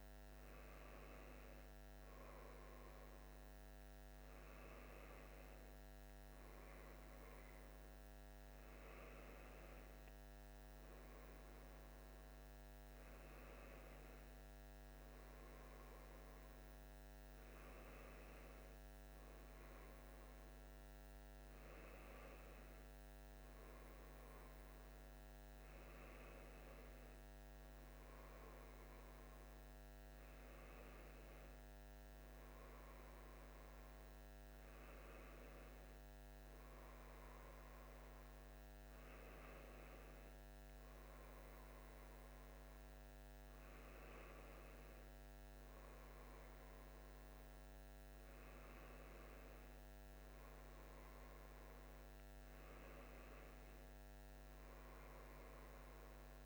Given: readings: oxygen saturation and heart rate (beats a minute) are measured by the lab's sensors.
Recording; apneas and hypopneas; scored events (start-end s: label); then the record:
breathing in sleep, hard to hear, by a microphone on the trachea; none
none scored
From the record:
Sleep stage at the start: N1 (lightest sleep); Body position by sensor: on the left side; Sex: male